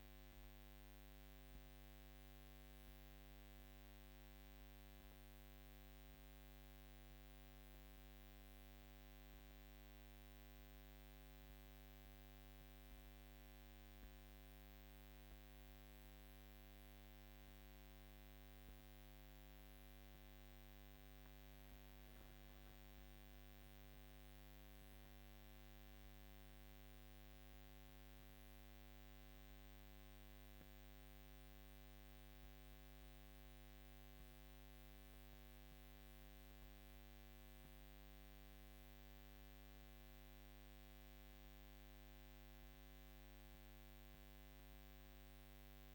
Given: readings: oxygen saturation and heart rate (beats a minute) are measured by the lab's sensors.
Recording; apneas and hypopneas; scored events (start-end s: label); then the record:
breathing in sleep, hard to hear, by a microphone on the trachea; none
none scored
From the record:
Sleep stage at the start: N2 (light sleep); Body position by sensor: on the back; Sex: female